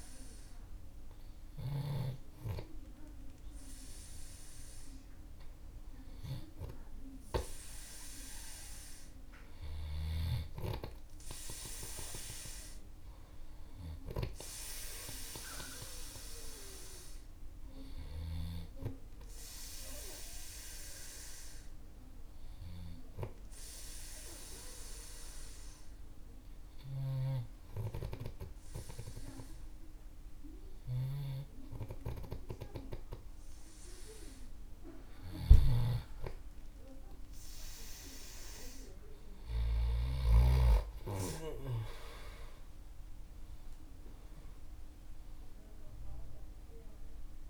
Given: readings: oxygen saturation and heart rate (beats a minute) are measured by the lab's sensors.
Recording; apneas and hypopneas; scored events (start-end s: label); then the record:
breathing in sleep by a room microphone; 1
10.00-13.50 s: arousal
20.50-35.50 s: hypopnea (oxygen 97% before, 94% lowest, heart rate 54 before, 52 extreme, up 17 after)
27.00-40.50 s: snoring (device-marked)
42.50-47.50 s: arousal
From the record:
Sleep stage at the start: N2 (light sleep); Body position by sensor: on the back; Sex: male